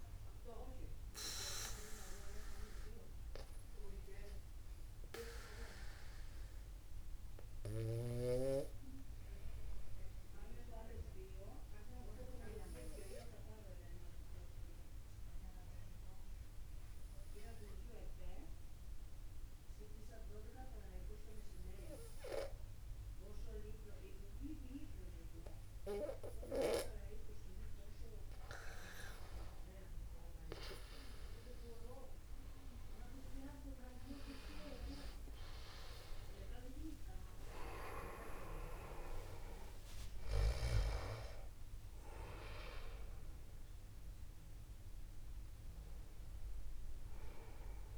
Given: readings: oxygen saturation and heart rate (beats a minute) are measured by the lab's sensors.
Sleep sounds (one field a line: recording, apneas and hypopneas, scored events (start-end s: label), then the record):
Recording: breathing in sleep by a room microphone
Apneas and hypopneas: 1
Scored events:
7.50-26.50 s: obstructive apnea (oxygen 98% before, 93% lowest, heart rate 50 before, 50 extreme, up 1 after)
31.00-47.98 s: new sleep stage, N1 (lightest sleep)
36.00-40.50 s: arousal
38.50-40.50 s: long interval between heartbeats (device-marked, heart rate 50 before, 68 extreme)
From the record:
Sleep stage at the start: N2 (light sleep)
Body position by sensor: upright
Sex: male